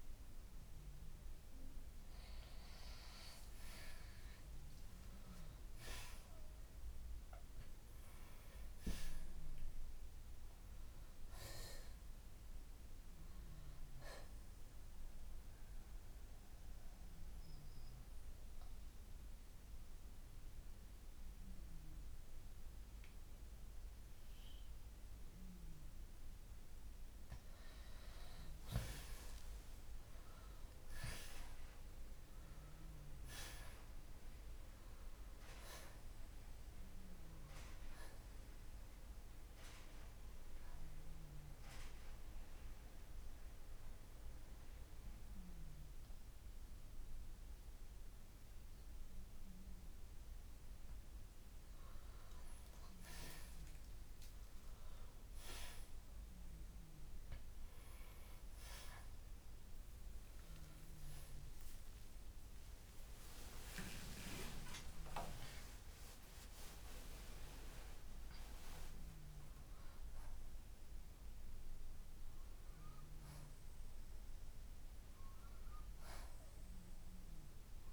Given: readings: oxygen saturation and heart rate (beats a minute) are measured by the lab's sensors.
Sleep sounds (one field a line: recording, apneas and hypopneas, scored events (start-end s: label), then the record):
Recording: breathing in sleep by a room microphone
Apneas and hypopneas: 2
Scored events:
0.00-6.00 s: oxygen desaturation (device-marked, oxygen 84% lowest, heart rate 55 extreme)
6.50-10.50 s: arousal
14.50-26.50 s: mixed apnea (oxygen 95% before, 85% lowest, heart rate 66 before, 55 extreme, up 12 after)
21.00-31.00 s: oxygen desaturation (device-marked, oxygen 95% before, 86% lowest, heart rate 66 before, 56 extreme)
29.00-33.50 s: arousal
41.00-51.00 s: central apnea (oxygen 95% before, 85% lowest, heart rate 63 before, 56 extreme, up 3 after)
46.00-59.00 s: oxygen desaturation (device-marked, oxygen 94% before, 85% lowest, heart rate 67 before, 56 extreme)
52.50-56.00 s: arousal
71.00-77.93 s: oxygen desaturation (device-marked, oxygen 94% before, 87% lowest, heart rate 68 before, 59 extreme)
From the record:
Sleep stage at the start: N2 (light sleep)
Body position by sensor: on the back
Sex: male